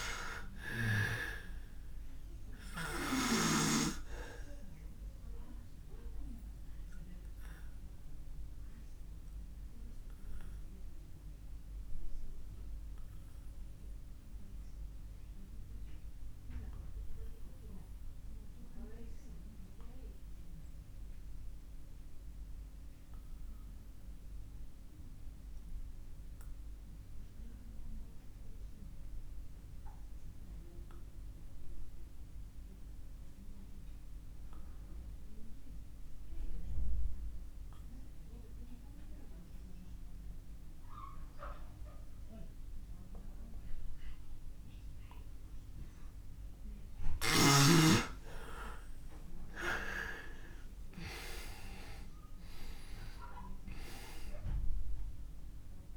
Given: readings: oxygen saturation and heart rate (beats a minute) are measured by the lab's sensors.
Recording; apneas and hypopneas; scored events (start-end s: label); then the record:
breathing in sleep by a room microphone; 1
0.00-3.50 s: snoring (device-marked)
0.00-25.50 s: oxygen desaturation (device-marked, oxygen 89% lowest)
6.00-46.50 s: obstructive apnea (oxygen 100% before, 83% lowest)
42.50-55.97 s: oxygen desaturation (device-marked, oxygen 98% before, 83% lowest)
49.00-55.00 s: arousal
From the record:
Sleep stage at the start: N2 (light sleep); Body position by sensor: on the back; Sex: male